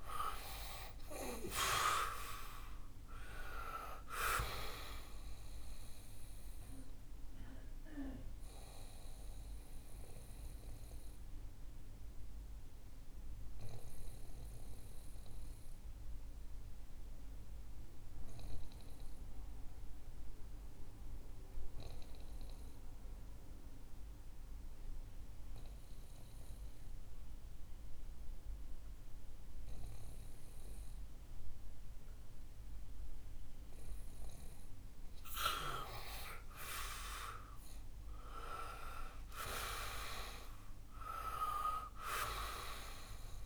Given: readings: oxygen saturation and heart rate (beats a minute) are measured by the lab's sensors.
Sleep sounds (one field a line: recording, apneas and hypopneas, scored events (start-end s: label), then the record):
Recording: breathing in sleep by a room microphone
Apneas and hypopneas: 1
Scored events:
7.00-34.50 s: obstructive apnea (oxygen 97% before, 87% lowest, heart rate 72 before, 63 extreme, up 11 after)
20.50-25.50 s: oxygen desaturation (device-marked, oxygen 91% before, 87% lowest, heart rate 68 before, 64 extreme)
33.50-43.46 s: oxygen desaturation (device-marked, oxygen 99% before, 89% lowest, heart rate 67 before, 61 extreme)
37.00-41.50 s: arousal
From the record:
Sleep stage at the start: N2 (light sleep)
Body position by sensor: on the back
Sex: male